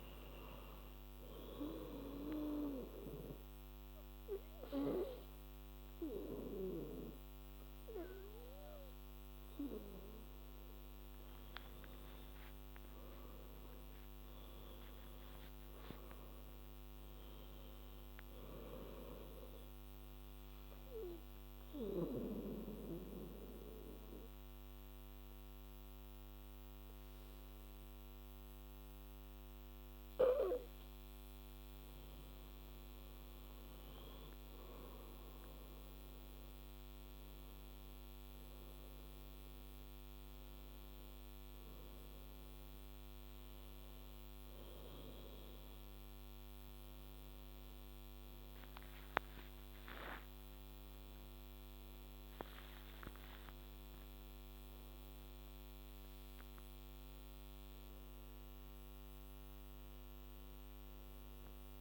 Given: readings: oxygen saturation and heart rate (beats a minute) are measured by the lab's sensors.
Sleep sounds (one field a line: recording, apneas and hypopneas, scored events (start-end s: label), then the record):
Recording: breathing in sleep by a microphone on the trachea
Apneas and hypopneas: 2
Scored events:
1.50-12.00 s: obstructive apnea (oxygen 97% before, 94% lowest, heart rate 85 before, 72 extreme, up 12 after)
13.00-17.50 s: arousal
18.00-31.00 s: oxygen desaturation (device-marked, oxygen 97% before, 94% lowest, heart rate 87 before, 72 extreme)
20.50-32.00 s: obstructive apnea (oxygen 97% before, 94% lowest, heart rate 87 before, 72 extreme, up 12 after)
33.00-54.00 s: oxygen desaturation (device-marked, oxygen 99% before, 94% lowest, heart rate 82 before, 74 extreme)
33.50-37.00 s: arousal
From the record:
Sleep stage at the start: N2 (light sleep)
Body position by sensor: on the back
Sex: female